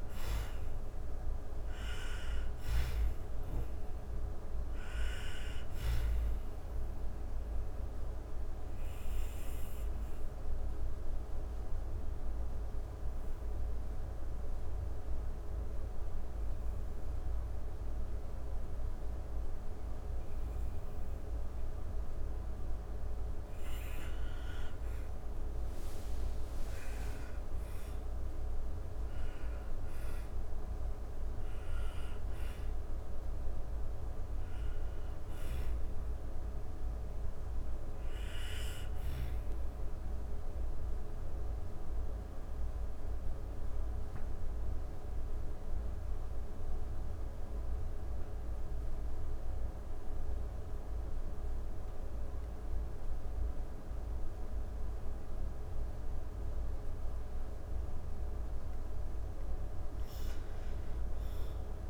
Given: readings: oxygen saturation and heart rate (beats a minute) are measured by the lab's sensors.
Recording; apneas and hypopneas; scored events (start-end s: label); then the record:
breathing in sleep, hard to hear, by a room microphone; 2
0.00-22.00 s: oxygen desaturation (device-marked, oxygen 91% lowest)
6.00-20.50 s: obstructive apnea (oxygen 99% before, 91% lowest)
23.00-27.50 s: arousal
38.50-57.50 s: obstructive apnea (oxygen 99% before, 92% lowest)
From the record:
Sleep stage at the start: N2 (light sleep); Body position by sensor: on the back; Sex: female